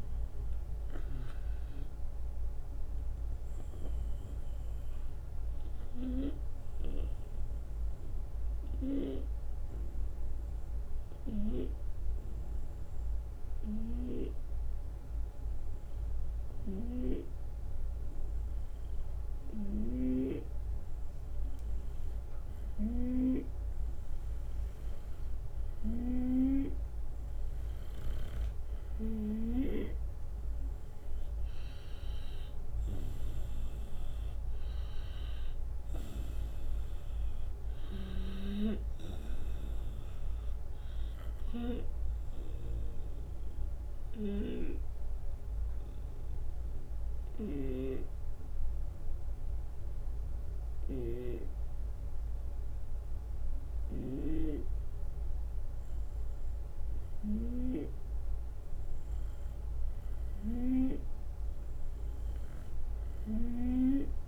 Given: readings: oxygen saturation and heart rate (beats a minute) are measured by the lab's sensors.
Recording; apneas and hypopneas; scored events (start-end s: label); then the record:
breathing in sleep by a room microphone; 2
0.00-10.50 s: oxygen desaturation (device-marked, oxygen 90% lowest)
7.50-22.50 s: obstructive apnea (oxygen 95% before, 90% lowest)
24.00-28.00 s: arousal
28.50-42.50 s: oxygen desaturation (device-marked, oxygen 95% before, 90% lowest)
43.50-56.50 s: obstructive apnea (oxygen 95% before, 90% lowest)
From the record:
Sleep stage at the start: N2 (light sleep); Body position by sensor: on the right side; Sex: male